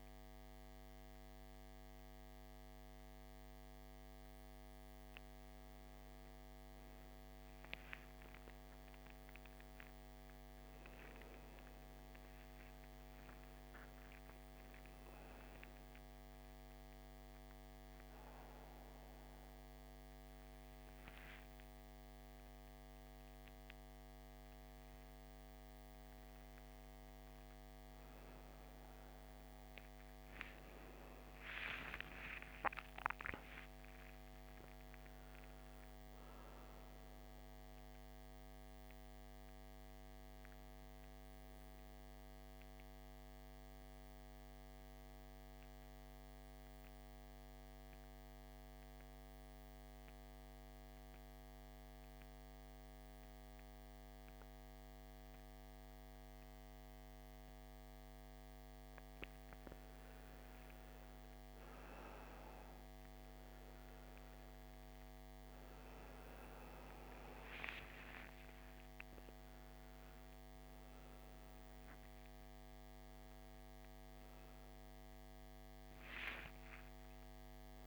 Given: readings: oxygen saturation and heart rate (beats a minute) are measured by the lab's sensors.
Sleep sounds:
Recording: breathing in sleep, hard to hear, by a microphone on the trachea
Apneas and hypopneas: 2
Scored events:
8.50-12.50 s: arousal
16.00-27.50 s: hypopnea (oxygen 98% before, 89% lowest, heart rate 60 before, 57 extreme, up 12 after)
18.50-31.50 s: oxygen desaturation (device-marked, oxygen 95% before, 92% lowest, heart rate 61 before, 56 extreme)
30.00-35.50 s: arousal
46.00-59.00 s: central apnea (oxygen 97% before, 89% lowest, heart rate 65 before, 56 extreme, up 14 after)
62.00-67.00 s: arousal
62.50-77.87 s: oxygen desaturation (device-marked, oxygen 96% before, 89% lowest, heart rate 59 before, 56 extreme)
From the record:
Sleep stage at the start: N2 (light sleep)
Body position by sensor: on the back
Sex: male

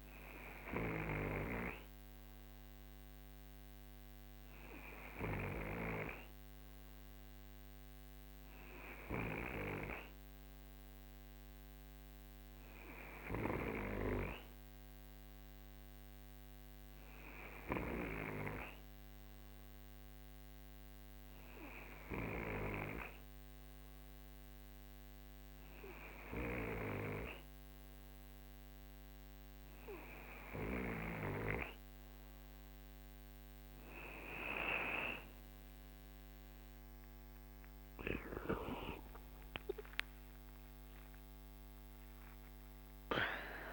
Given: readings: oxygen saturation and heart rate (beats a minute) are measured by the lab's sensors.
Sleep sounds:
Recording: breathing in sleep by a microphone on the trachea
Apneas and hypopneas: none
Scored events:
38.00-40.00 s: long interval between heartbeats (device-marked, heart rate 56 before, 71 extreme)
40.50-42.50 s: long interval between heartbeats (device-marked, heart rate 59 before, 85 extreme)
From the record:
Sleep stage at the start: N2 (light sleep)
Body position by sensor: on the right side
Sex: male

